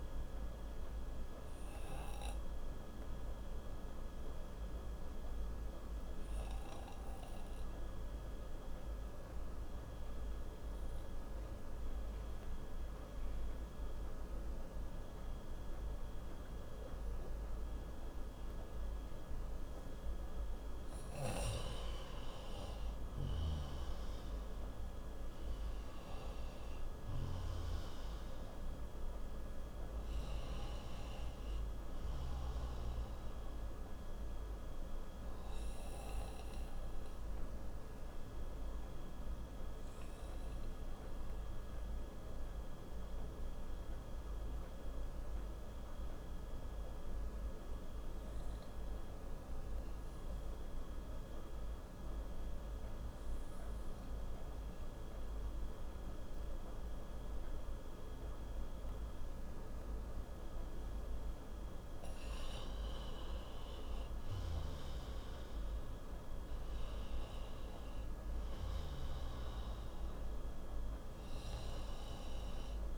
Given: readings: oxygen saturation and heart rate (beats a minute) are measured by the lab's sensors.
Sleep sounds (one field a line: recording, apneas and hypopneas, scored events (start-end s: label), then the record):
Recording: breathing in sleep, hard to hear, by a room microphone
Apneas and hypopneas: 2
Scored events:
0.00-11.00 s: oxygen desaturation (device-marked, oxygen 91% lowest, heart rate 62 extreme)
1.00-20.00 s: obstructive apnea (oxygen 95% before, 88% lowest, heart rate 63 before, 58 extreme, up 3 after)
21.00-24.50 s: arousal
24.00-47.00 s: oxygen desaturation (device-marked, oxygen 96% before, 88% lowest, heart rate 65 before, 56 extreme)
35.00-62.50 s: obstructive apnea (oxygen 96% before, 88% lowest, heart rate 66 before, 56 extreme, up 17 after)
63.50-67.00 s: arousal
66.00-72.98 s: oxygen desaturation (device-marked, oxygen 97% before, 88% lowest, heart rate 63 before, 60 extreme)
From the record:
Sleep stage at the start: N2 (light sleep)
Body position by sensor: on the right side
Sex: male